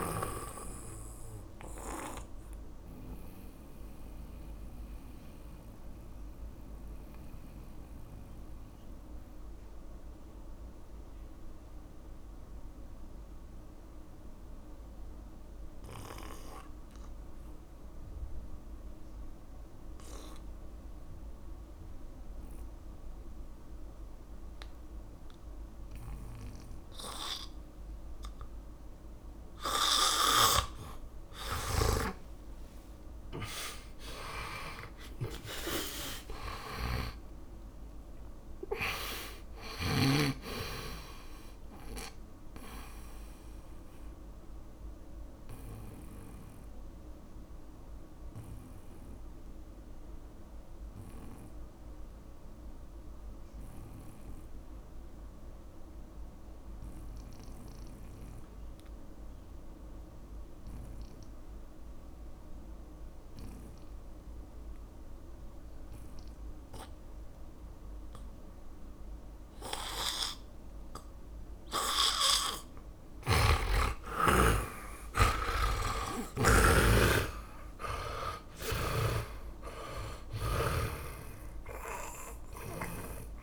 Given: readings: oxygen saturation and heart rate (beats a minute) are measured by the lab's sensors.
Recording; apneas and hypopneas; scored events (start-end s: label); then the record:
breathing in sleep by a room microphone; 2
0.00-21.00 s: oxygen desaturation (device-marked, oxygen 75% lowest, heart rate 49 extreme)
0.50-31.50 s: mixed apnea (oxygen 100% before, 75% lowest, heart rate 58 before, 55 extreme, up 18 after)
28.00-63.00 s: oxygen desaturation (device-marked, oxygen 100% before, 80% lowest, heart rate 60 before, 49 extreme)
32.00-40.50 s: snoring (device-marked)
33.50-39.00 s: arousal
43.50-73.00 s: mixed apnea (oxygen 100% before, 79% lowest, heart rate 65 before, 49 extreme, up 22 after)
75.00-80.00 s: arousal
76.00-83.43 s: oxygen desaturation (device-marked, oxygen 98% before, 79% lowest, heart rate 56 before, 50 extreme)
76.00-83.43 s: snoring (device-marked)
From the record:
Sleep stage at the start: N2 (light sleep); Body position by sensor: on the back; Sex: male